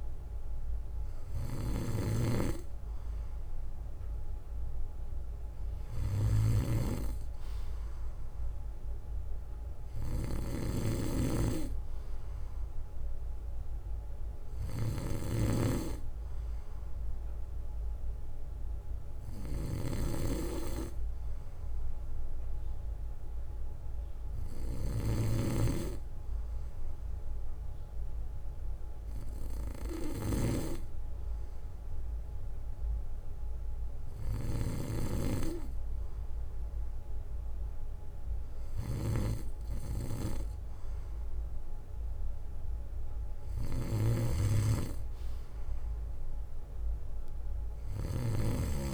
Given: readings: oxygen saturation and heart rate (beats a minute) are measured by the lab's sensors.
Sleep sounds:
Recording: breathing in sleep by a room microphone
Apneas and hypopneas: none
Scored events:
0.00-15.50 s: snoring (device-marked)
25.00-35.00 s: snoring (device-marked)
43.50-48.94 s: snoring (device-marked)
From the record:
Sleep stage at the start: N2 (light sleep)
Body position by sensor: on the back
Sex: male

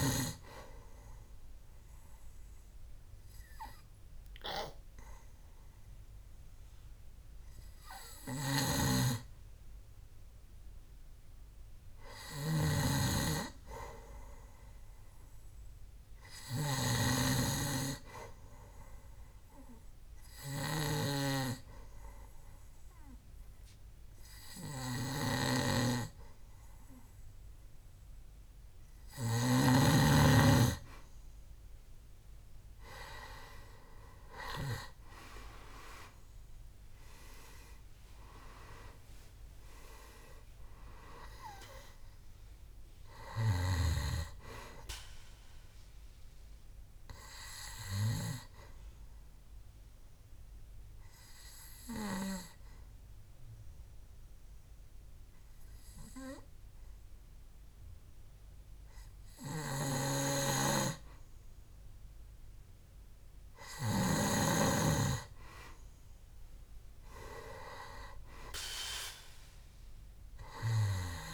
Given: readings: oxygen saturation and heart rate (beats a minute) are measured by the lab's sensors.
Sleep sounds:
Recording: breathing in sleep by a room microphone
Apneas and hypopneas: 2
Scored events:
0.00-5.50 s: oxygen desaturation (device-marked, oxygen 92% lowest, heart rate 66 extreme)
8.50-17.50 s: snoring (device-marked)
19.50-31.00 s: obstructive apnea (oxygen 97% before, 91% lowest, heart rate 68 before, 66 extreme, up 10 after)
34.00-38.00 s: arousal
40.50-62.50 s: oxygen desaturation (device-marked, oxygen 96% before, 91% lowest, heart rate 70 before, 66 extreme)
49.00-61.00 s: obstructive apnea (oxygen 97% before, 91% lowest, heart rate 74 before, 66 extreme, up 4 after)
63.50-67.50 s: arousal
From the record:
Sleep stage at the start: N2 (light sleep)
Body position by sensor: on the back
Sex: male

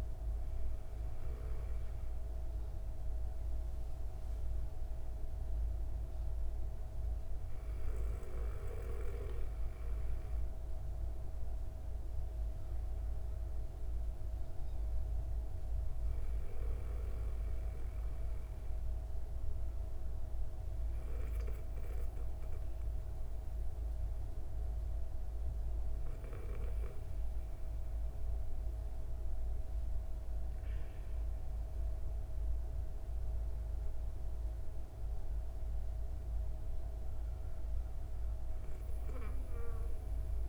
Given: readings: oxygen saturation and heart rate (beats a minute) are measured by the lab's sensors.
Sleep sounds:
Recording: a person awake in a sleep study, hard to hear, by a room microphone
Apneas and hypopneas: none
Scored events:
9.00-40.49 s: new sleep stage, awake
From the record:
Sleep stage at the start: N2 (light sleep)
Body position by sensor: on the back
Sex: female

